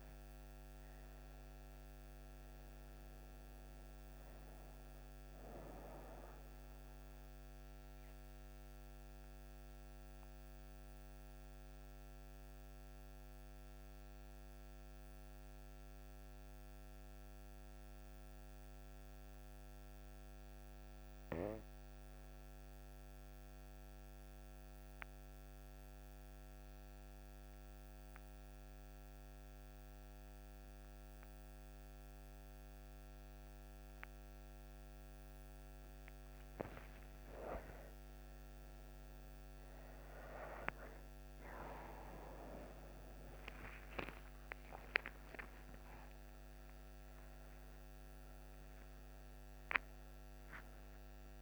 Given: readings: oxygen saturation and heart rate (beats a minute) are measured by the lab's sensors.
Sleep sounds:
breathing in sleep by a microphone on the trachea; 1
0.00-4.50 s: oxygen desaturation (device-marked, oxygen 92% lowest)
6.50-37.00 s: obstructive apnea (oxygen 99% before, 92% lowest)
38.50-44.00 s: arousal
41.50-51.42 s: oxygen desaturation (device-marked, oxygen 98% before, 93% lowest)
From the record:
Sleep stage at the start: N2 (light sleep); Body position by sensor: on the right side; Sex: female

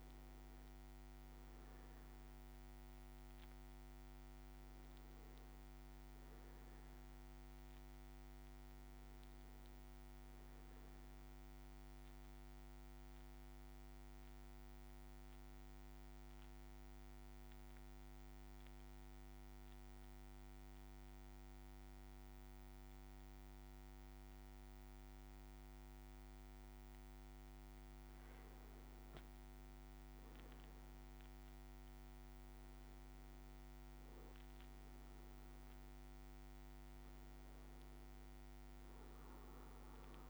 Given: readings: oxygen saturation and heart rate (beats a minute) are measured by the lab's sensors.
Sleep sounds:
breathing in sleep, hard to hear, by a microphone on the trachea; 1
0.00-16.50 s: oxygen desaturation (device-marked, oxygen 93% lowest, heart rate 55 extreme)
11.00-26.50 s: central apnea (oxygen 99% before, 93% lowest, heart rate 58 before, 54 extreme, up 2 after)
28.00-32.50 s: arousal
From the record:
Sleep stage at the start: N2 (light sleep); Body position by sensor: on the back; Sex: male

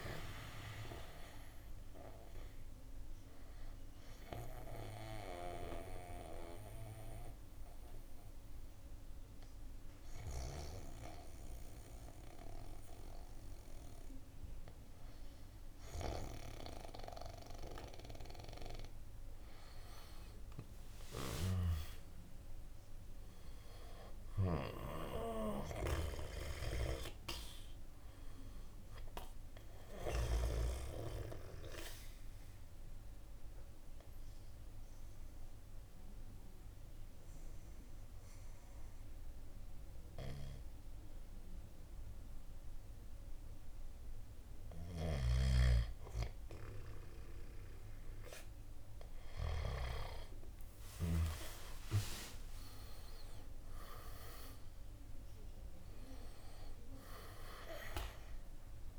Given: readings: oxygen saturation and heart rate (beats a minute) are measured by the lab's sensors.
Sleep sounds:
breathing in sleep by a room microphone; 2
0.00-8.00 s: drop in pulse transit time (device-marked, heart rate 57 extreme)
0.00-20.00 s: oxygen desaturation (device-marked, oxygen 89% lowest, heart rate 57 extreme)
0.50-19.00 s: hypopnea (oxygen 97% before, 89% lowest, heart rate 66 before, 57 extreme, up 10 after)
21.00-25.50 s: arousal
22.00-34.00 s: drop in pulse transit time (device-marked, heart rate 61 before, 64 extreme)
25.50-30.50 s: snoring (device-marked)
28.00-45.00 s: oxygen desaturation (device-marked, oxygen 98% before, 92% lowest, heart rate 64 before, 60 extreme)
30.50-45.00 s: central apnea (oxygen 98% before, 90% lowest, heart rate 65 before, 60 extreme, up 4 after)
51.00-56.50 s: arousal
52.00-58.99 s: drop in pulse transit time (device-marked, heart rate 62 before, 63 extreme)
56.00-58.99 s: oxygen desaturation (device-marked, oxygen 97% before, 90% lowest, heart rate 63 before, 60 extreme)
From the record:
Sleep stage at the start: N2 (light sleep); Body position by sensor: on the back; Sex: male

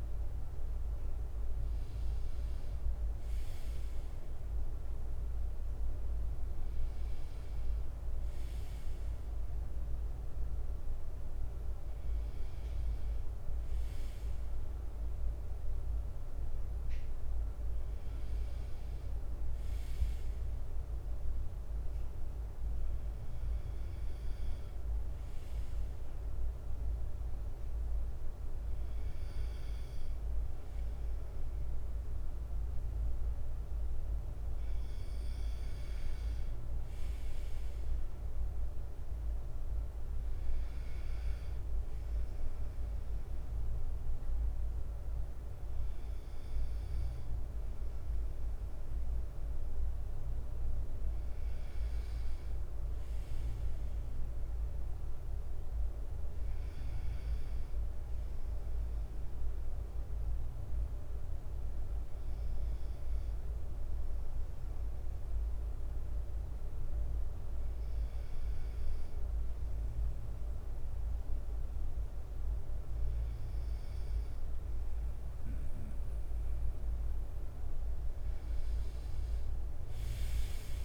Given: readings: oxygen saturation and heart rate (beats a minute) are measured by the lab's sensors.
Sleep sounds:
breathing in sleep, hard to hear, by a room microphone; none
22.50-80.85 s: new sleep stage, N2 (light sleep)
52.50-57.00 s: leg movement (device-marked)
59.50-66.50 s: bradycardia (device-marked, heart rate 64 before, 58 extreme)
From the record:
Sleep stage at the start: N1 (lightest sleep); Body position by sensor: on the right side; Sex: male

